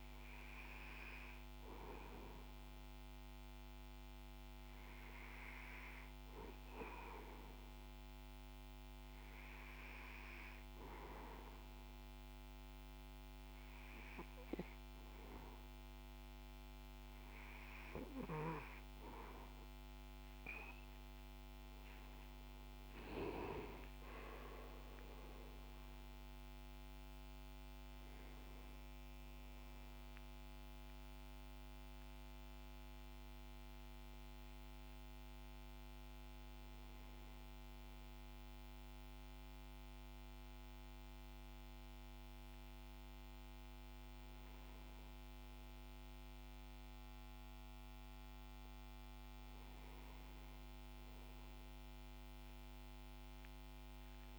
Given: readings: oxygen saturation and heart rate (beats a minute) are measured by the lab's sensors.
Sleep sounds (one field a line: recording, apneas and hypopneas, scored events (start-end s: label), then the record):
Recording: breathing in sleep by a microphone on the trachea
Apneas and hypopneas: none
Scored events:
23.00-27.00 s: arousal
From the record:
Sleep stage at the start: REM sleep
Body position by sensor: on the back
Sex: male